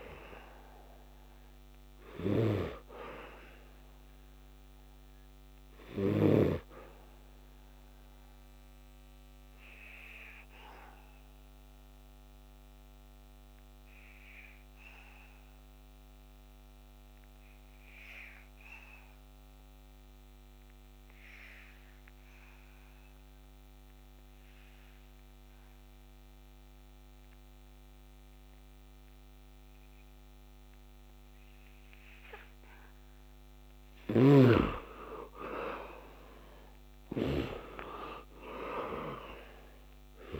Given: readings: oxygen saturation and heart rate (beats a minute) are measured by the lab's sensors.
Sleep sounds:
breathing in sleep by a microphone on the trachea; 1
0.00-18.50 s: oxygen desaturation (device-marked, oxygen 69% lowest, heart rate 69 extreme)
1.50-6.00 s: snoring (device-marked)
5.00-30.00 s: obstructive apnea (oxygen 99% before, 69% lowest, heart rate 78 before, 66 extreme, up 9 after)
26.50-40.40 s: oxygen desaturation (device-marked, oxygen 100% before, 74% lowest, heart rate 70 before, 65 extreme)
31.00-35.00 s: arousal
33.50-37.00 s: snoring (device-marked)
From the record:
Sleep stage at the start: N2 (light sleep); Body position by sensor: on the back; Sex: male

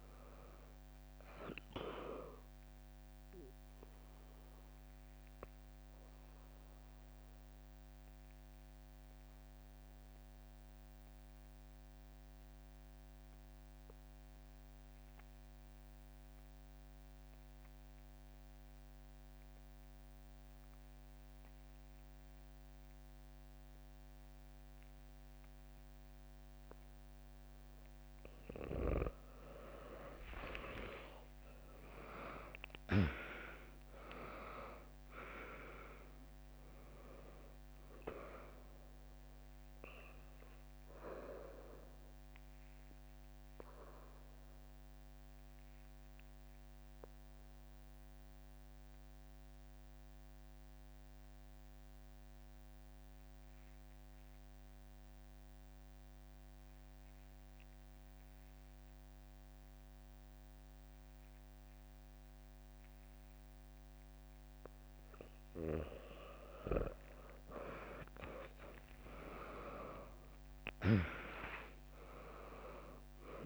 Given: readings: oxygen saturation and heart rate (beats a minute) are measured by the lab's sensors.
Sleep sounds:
breathing in sleep by a microphone on the trachea; 2
0.00-6.50 s: drop in pulse transit time (device-marked, heart rate 61 extreme)
0.00-19.50 s: oxygen desaturation (device-marked, oxygen 94% lowest, heart rate 58 extreme)
3.00-28.00 s: obstructive apnea (oxygen 100% before, 94% lowest, heart rate 64 before, 58 extreme, up 3 after)
30.00-34.00 s: arousal
32.50-44.50 s: drop in pulse transit time (device-marked, heart rate 71 before, 62 extreme)
33.50-58.50 s: oxygen desaturation (device-marked, oxygen 100% before, 95% lowest, heart rate 70 before, 62 extreme)
43.50-65.00 s: obstructive apnea (oxygen 100% before, 95% lowest, heart rate 68 before, 62 extreme, up 2 after)
69.00-73.46 s: arousal
70.50-73.46 s: drop in pulse transit time (device-marked, heart rate 65 before, 64 extreme)
From the record:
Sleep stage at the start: N2 (light sleep); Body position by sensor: on the back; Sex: female

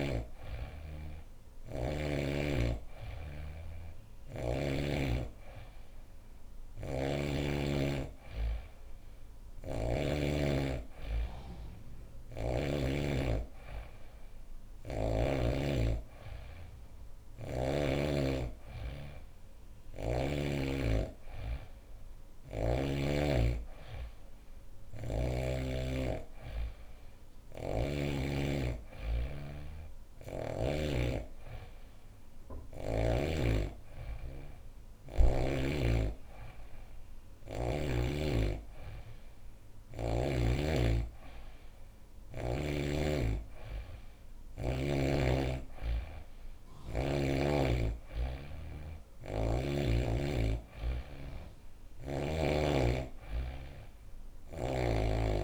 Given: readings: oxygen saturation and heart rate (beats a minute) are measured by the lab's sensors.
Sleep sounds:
breathing in sleep by a room microphone; none
1.00-4.50 s: snoring (device-marked)
9.00-12.50 s: snoring (device-marked)
27.00-30.50 s: snoring (device-marked)
39.50-55.43 s: new sleep stage, N3 (deep sleep)
From the record:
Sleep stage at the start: N2 (light sleep); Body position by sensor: on the back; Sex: female

